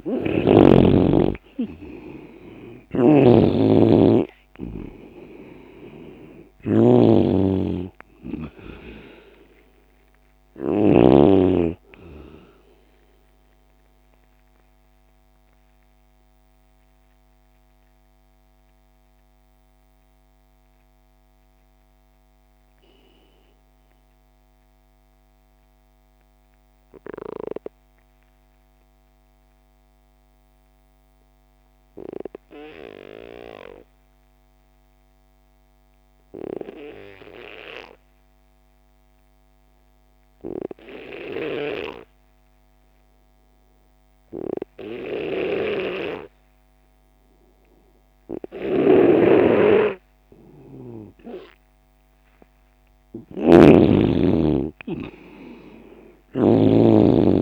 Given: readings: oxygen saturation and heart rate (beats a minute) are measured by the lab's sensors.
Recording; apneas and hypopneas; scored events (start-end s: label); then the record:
breathing in sleep by a microphone on the trachea; 1
0.00-2.00 s: arousal
0.00-28.00 s: oxygen desaturation (device-marked, oxygen 87% lowest)
2.50-11.00 s: snoring (device-marked)
14.50-50.50 s: mixed apnea (oxygen 98% before, 87% lowest)
45.00-57.42 s: oxygen desaturation (device-marked, oxygen 98% before, 87% lowest)
45.00-57.42 s: snoring (device-marked)
53.50-57.00 s: arousal
From the record:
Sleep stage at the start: N2 (light sleep); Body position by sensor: on the left side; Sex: male